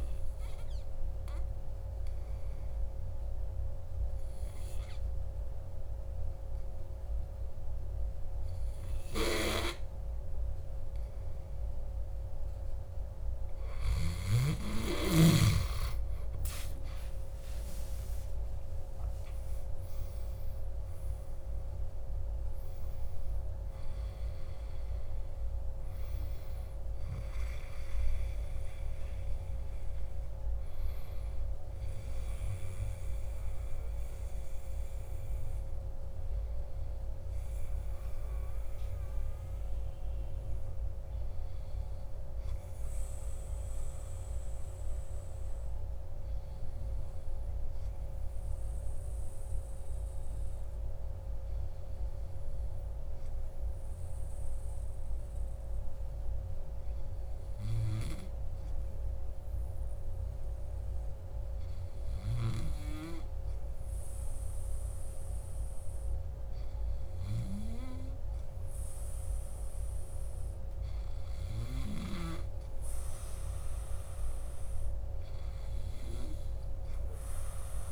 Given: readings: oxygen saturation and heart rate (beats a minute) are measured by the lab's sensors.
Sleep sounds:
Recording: breathing in sleep by a room microphone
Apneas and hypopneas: 2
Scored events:
0.50-14.00 s: obstructive apnea (oxygen 96% before, 94% lowest, heart rate 60 before, 56 extreme, up 11 after)
17.00-21.50 s: arousal
43.50-46.50 s: arousal
50.00-69.00 s: hypopnea (oxygen 99% before, 97% lowest, heart rate 57 before, 57 extreme, up 2 after)
71.00-75.00 s: arousal
From the record:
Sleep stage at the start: N2 (light sleep)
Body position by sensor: on the back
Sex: male

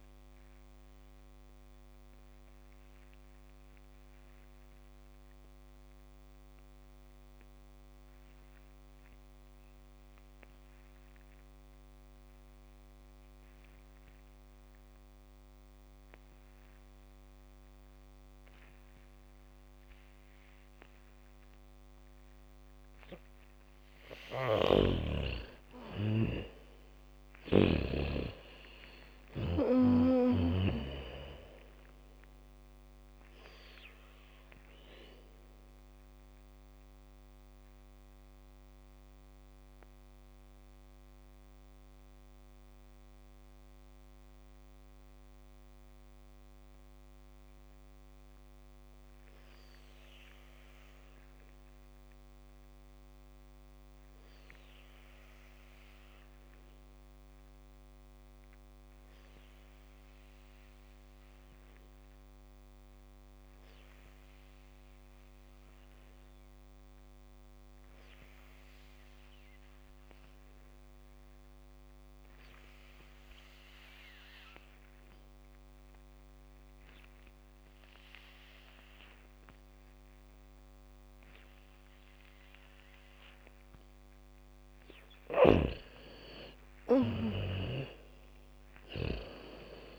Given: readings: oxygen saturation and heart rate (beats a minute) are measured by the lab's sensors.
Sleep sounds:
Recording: breathing in sleep by a microphone on the trachea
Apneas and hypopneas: 2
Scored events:
0.00-15.50 s: oxygen desaturation (device-marked, oxygen 83% lowest, heart rate 48 extreme)
3.50-24.50 s: obstructive apnea (oxygen 99% before, 79% lowest, heart rate 69 before, 48 extreme, up 3 after)
15.50-30.50 s: bradycardia (device-marked, heart rate 71 before, 51 extreme)
24.50-28.50 s: snoring (device-marked)
25.50-56.50 s: oxygen desaturation (device-marked, oxygen 96% before, 79% lowest, heart rate 69 before, 55 extreme)
26.00-30.50 s: arousal
37.50-85.50 s: mixed apnea (oxygen 96% before, 77% lowest, heart rate 60 before, 44 extreme, up 5 after)
69.50-89.99 s: oxygen desaturation (device-marked, oxygen 98% before, 79% lowest, heart rate 74 before, 30 extreme)
73.50-79.50 s: bradycardia (device-marked, heart rate 71 before, 55 extreme)
84.50-89.99 s: bradycardia (device-marked, heart rate 70 before, 44 extreme)
86.50-89.99 s: arousal
From the record:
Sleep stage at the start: N2 (light sleep)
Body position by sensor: on the back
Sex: female

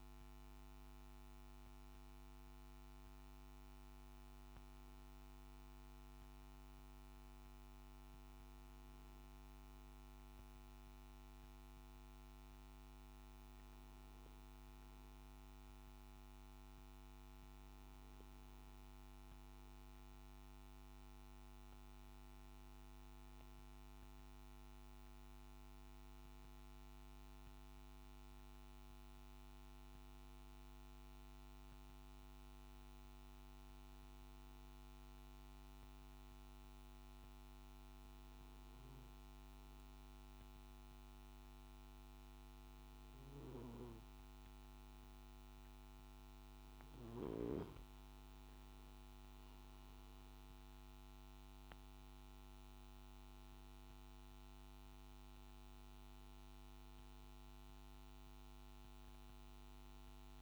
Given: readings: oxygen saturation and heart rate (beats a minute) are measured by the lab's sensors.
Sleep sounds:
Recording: breathing in sleep, hard to hear, by a microphone on the trachea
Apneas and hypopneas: 1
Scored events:
4.00-60.42 s: new sleep stage, N3 (deep sleep)
31.00-46.50 s: hypopnea (oxygen 96% before, 94% lowest, heart rate 57 before, 54 extreme, up 7 after)
From the record:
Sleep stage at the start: N2 (light sleep)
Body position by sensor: on the back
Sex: male

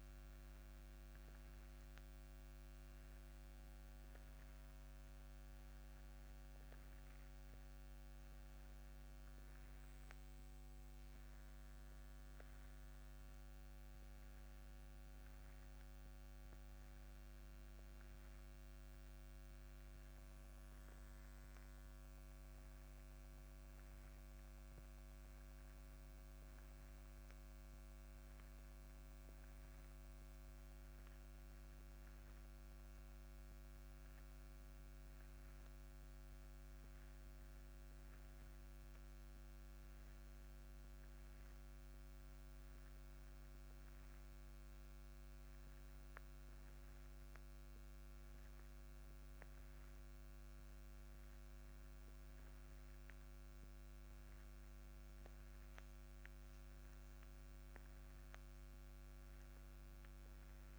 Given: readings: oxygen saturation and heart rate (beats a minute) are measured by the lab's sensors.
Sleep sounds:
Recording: breathing in sleep, hard to hear, by a microphone on the trachea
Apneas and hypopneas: none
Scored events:
none scored
From the record:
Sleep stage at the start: N1 (lightest sleep)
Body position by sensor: on the back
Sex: male

